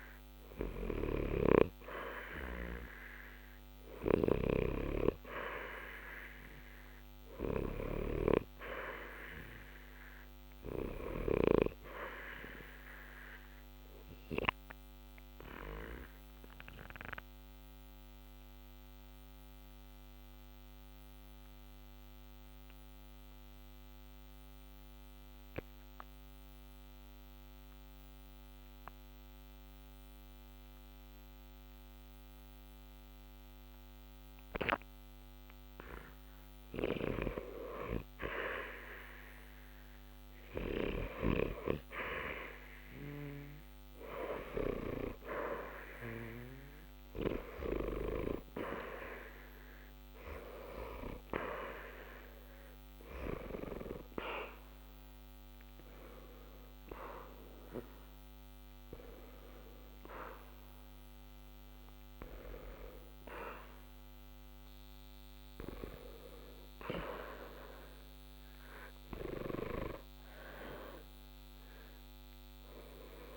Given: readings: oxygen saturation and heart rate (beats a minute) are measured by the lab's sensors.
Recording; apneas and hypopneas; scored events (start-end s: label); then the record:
breathing in sleep by a microphone on the trachea; 1
0.00-2.50 s: arousal
14.50-36.50 s: obstructive apnea (oxygen 88% before, 78% lowest, heart rate 60 before, 60 extreme, up 0 after)
16.00-33.00 s: oxygen desaturation (device-marked, oxygen 88% before, 83% lowest, heart rate 60 before, 60 extreme)
39.00-43.00 s: arousal
56.00-73.37 s: oxygen desaturation (device-marked, oxygen 87% before, 78% lowest, heart rate 60 before, 60 extreme)
From the record:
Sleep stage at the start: N2 (light sleep); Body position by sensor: on the back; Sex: male